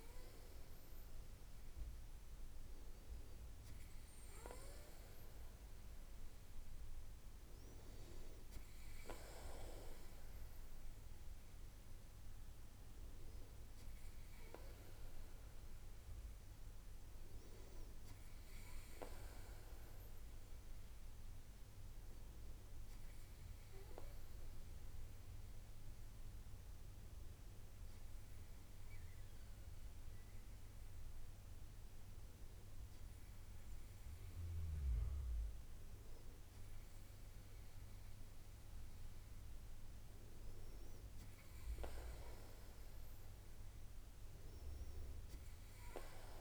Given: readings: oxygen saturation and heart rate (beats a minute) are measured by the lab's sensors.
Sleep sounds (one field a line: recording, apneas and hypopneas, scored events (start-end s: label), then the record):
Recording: breathing in sleep by a room microphone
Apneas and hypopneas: none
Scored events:
none scored
From the record:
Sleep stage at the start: N2 (light sleep)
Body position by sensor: on the right side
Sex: male